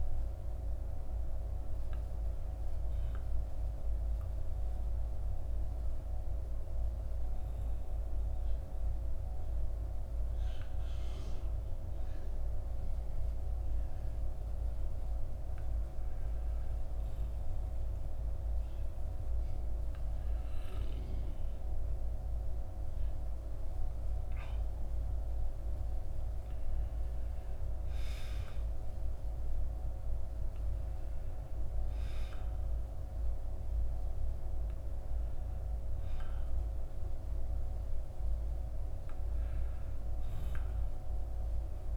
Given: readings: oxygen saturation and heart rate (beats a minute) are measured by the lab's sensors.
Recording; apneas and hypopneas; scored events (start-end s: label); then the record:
breathing in sleep, hard to hear, by a room microphone; 1
2.50-21.00 s: obstructive apnea (oxygen 94% before, 90% lowest, heart rate 57 before, 53 extreme, up 4 after)
3.00-41.97 s: new sleep stage, N2 (light sleep)
23.00-27.00 s: arousal
27.00-41.97 s: oxygen desaturation (device-marked, oxygen 94% before, 90% lowest, heart rate 58 before, 46 extreme)
From the record:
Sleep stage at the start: N1 (lightest sleep); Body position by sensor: on the back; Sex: male